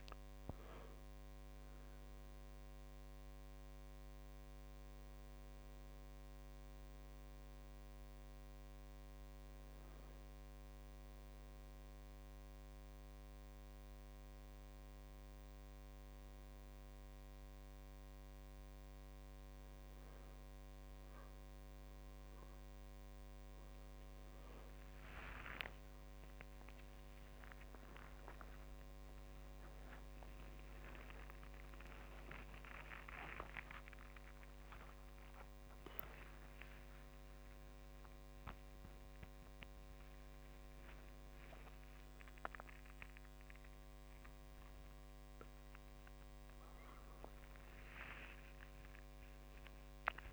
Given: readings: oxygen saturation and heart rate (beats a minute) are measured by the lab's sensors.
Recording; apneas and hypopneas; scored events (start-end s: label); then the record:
a person awake in a sleep study, by a microphone on the trachea; none
0.00-8.00 s: drop in pulse transit time (device-marked, heart rate 51 extreme)
25.00-47.00 s: tachycardia (device-marked, heart rate 53 before, 162 extreme)
26.50-28.50 s: long interval between heartbeats (device-marked, heart rate 53 before, 69 extreme)
28.50-30.50 s: long interval between heartbeats (device-marked, heart rate 55 before, 102 extreme)
33.00-43.00 s: drop in pulse transit time (device-marked, heart rate 70 before, 133 extreme)
36.50-38.50 s: long interval between heartbeats (device-marked, heart rate 83 before, 142 extreme)
39.00-41.00 s: long interval between heartbeats (device-marked, heart rate 97 before, 138 extreme)
42.00-44.00 s: long interval between heartbeats (device-marked, heart rate 111 before, 156 extreme)
46.50-48.50 s: long interval between heartbeats (device-marked, heart rate 131 before, 136 extreme)
From the record:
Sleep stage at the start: awake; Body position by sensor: on the right side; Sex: male